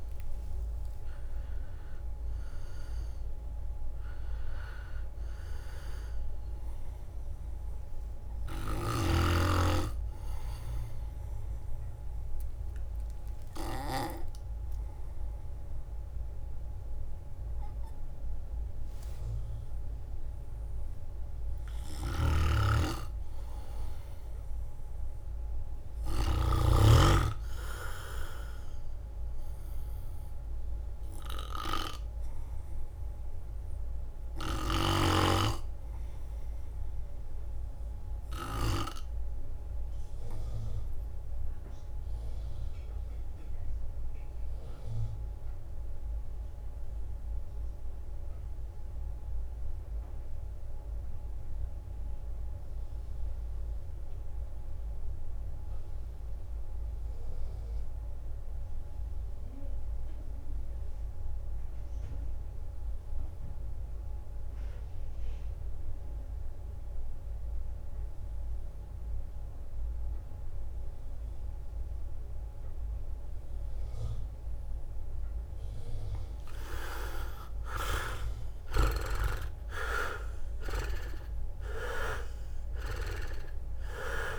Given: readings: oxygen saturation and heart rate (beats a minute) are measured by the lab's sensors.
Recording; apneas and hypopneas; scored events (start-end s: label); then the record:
breathing in sleep by a room microphone; 2
0.00-2.50 s: arousal
8.00-20.50 s: obstructive apnea (oxygen 99% before, 89% lowest, heart rate 57 before, 54 extreme, up 5 after)
23.00-27.50 s: arousal
25.00-41.00 s: drop in pulse transit time (device-marked, heart rate 56 before, 55 extreme)
41.50-74.50 s: obstructive apnea (oxygen 97% before, 80% lowest, heart rate 57 before, 51 extreme, up 19 after)
68.00-84.39 s: new sleep stage, REM sleep
69.00-84.39 s: oxygen desaturation (device-marked, oxygen 97% before, 80% lowest, heart rate 53 before, 54 extreme)
76.00-80.50 s: arousal
77.50-79.00 s: leg movement (device-marked)
78.00-84.39 s: drop in pulse transit time (device-marked, heart rate 54 before, 58 extreme)
From the record:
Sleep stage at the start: N2 (light sleep); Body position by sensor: on the right side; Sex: male